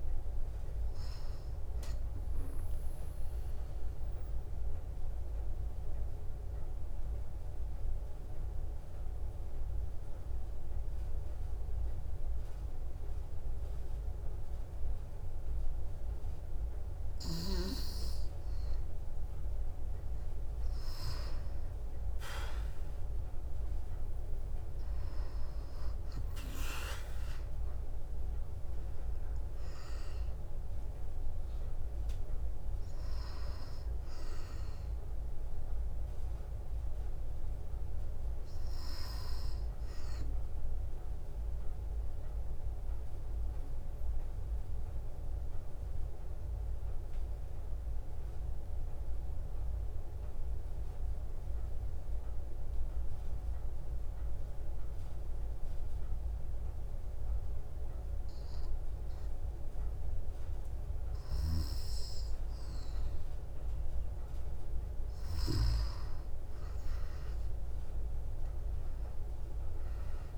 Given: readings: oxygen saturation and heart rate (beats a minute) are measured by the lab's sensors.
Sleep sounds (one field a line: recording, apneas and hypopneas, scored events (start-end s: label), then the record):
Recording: breathing in sleep, hard to hear, by a room microphone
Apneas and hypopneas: 2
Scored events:
2.50-19.00 s: obstructive apnea (oxygen 94% before, 93% lowest, heart rate 60 before, 56 extreme, up 2 after)
22.00-26.00 s: arousal
42.50-61.50 s: obstructive apnea (oxygen 96% before, 94% lowest, heart rate 59 before, 55 extreme, up 3 after)
61.00-65.50 s: snoring (device-marked)
67.50-70.38 s: arousal
From the record:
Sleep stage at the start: N2 (light sleep)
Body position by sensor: on the back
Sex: female